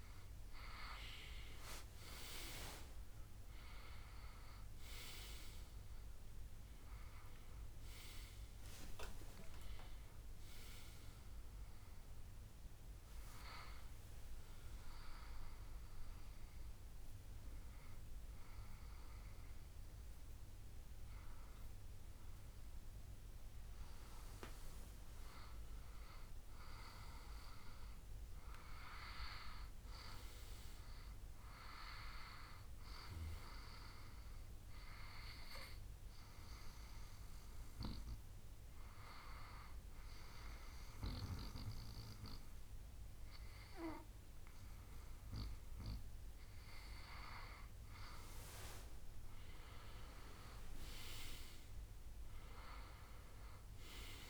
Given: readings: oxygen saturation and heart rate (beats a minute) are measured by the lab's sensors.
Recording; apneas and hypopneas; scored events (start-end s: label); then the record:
breathing in sleep by a room microphone; 2
4.50-8.50 s: arousal
12.00-24.50 s: hypopnea (oxygen 98% before, 95% lowest, heart rate 70 before, 62 extreme, up 12 after)
26.50-30.50 s: arousal
35.00-46.50 s: hypopnea (oxygen 98% before, 94% lowest, heart rate 69 before, 62 extreme, up 8 after)
48.50-53.00 s: arousal
From the record:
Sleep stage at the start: N2 (light sleep); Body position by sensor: on the back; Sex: male